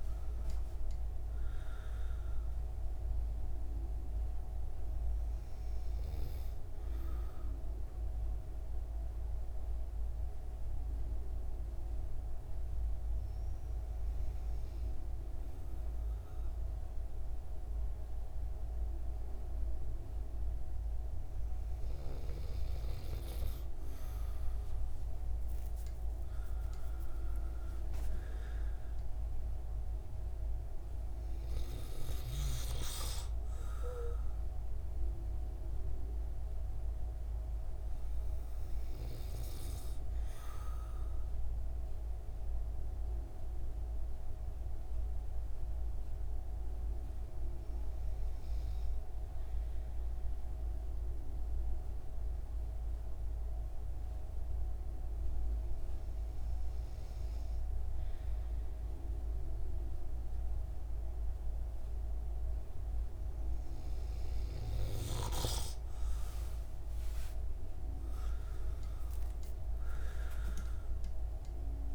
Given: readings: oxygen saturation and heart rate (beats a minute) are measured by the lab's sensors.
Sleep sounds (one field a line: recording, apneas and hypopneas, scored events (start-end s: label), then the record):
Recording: breathing in sleep, hard to hear, by a room microphone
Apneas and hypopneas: 2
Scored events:
7.00-22.00 s: hypopnea (oxygen 96% before, 93% lowest)
24.00-28.50 s: arousal
43.00-65.00 s: hypopnea (oxygen 97% before, 93% lowest)
66.50-71.50 s: arousal
From the record:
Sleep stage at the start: N2 (light sleep)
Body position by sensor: on the right side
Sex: male